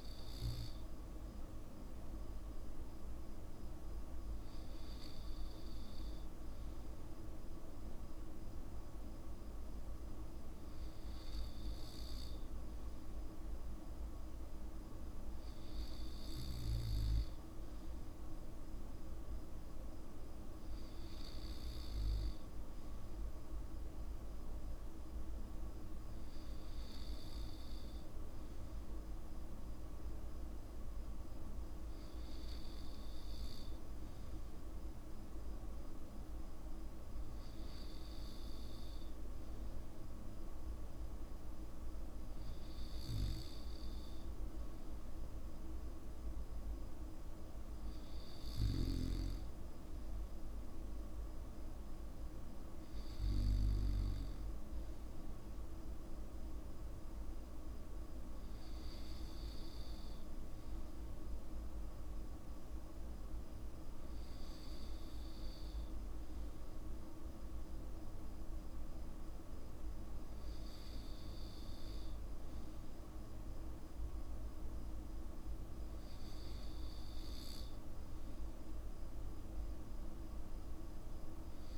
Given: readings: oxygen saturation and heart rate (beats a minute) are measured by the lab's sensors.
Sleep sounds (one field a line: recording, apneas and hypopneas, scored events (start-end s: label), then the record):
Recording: breathing in sleep, hard to hear, by a room microphone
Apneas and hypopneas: none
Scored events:
none scored
From the record:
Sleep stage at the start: N2 (light sleep)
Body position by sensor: on the back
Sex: male